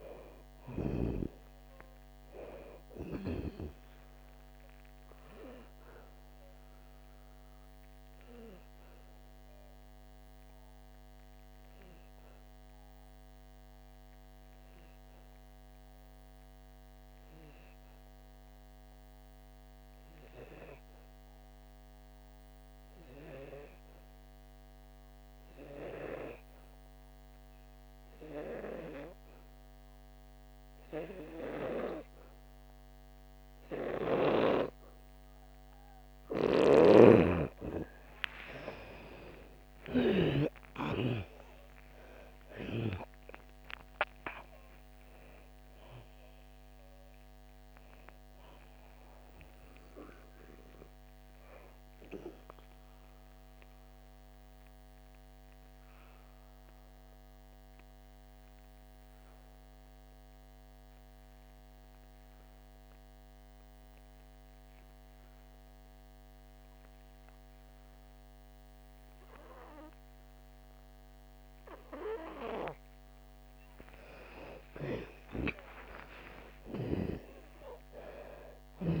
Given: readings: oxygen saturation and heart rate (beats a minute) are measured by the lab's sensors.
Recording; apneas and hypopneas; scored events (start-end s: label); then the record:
breathing in sleep by a microphone on the trachea; 2
3.50-26.50 s: oxygen desaturation (device-marked, oxygen 99% before, 88% lowest, heart rate 64 before, 55 extreme)
6.50-37.00 s: obstructive apnea (oxygen 99% before, 86% lowest, heart rate 66 before, 55 extreme, up 11 after)
34.50-71.50 s: oxygen desaturation (device-marked, oxygen 98% before, 86% lowest, heart rate 59 before, 57 extreme)
37.00-41.00 s: snoring (device-marked)
39.50-45.00 s: arousal
52.00-73.50 s: obstructive apnea (oxygen 98% before, 85% lowest, heart rate 67 before, 57 extreme, up 10 after)
76.00-79.00 s: arousal
From the record:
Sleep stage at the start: N2 (light sleep); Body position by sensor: on the back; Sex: female